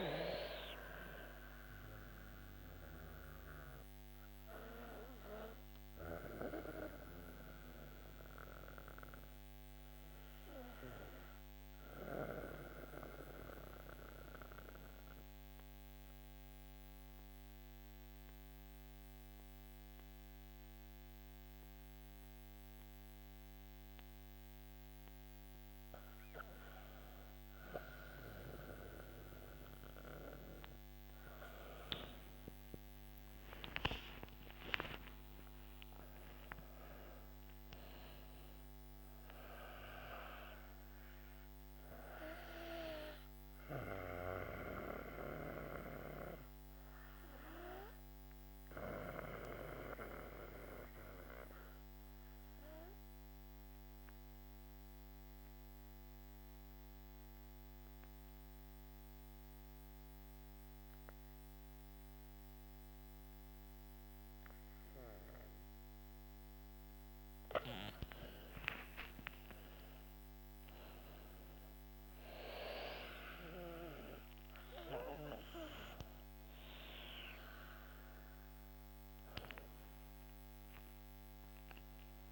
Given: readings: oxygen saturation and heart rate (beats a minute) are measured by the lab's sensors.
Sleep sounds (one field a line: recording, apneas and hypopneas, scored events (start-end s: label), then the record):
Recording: breathing in sleep by a microphone on the trachea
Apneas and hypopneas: 2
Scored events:
0.00-19.50 s: oxygen desaturation (device-marked, oxygen 88% lowest, heart rate 52 extreme)
3.00-25.00 s: obstructive apnea (oxygen 97% before, 88% lowest, heart rate 60 before, 52 extreme, up 17 after)
31.00-36.00 s: arousal
31.50-53.50 s: oxygen desaturation (device-marked, oxygen 99% before, 92% lowest, heart rate 53 before, 48 extreme)
43.50-65.50 s: obstructive apnea (oxygen 99% before, 89% lowest, heart rate 64 before, 48 extreme, up 18 after)
68.00-72.00 s: arousal
68.50-82.32 s: oxygen desaturation (device-marked, oxygen 99% before, 89% lowest, heart rate 53 before, 51 extreme)
From the record:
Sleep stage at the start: REM sleep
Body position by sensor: on the back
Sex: female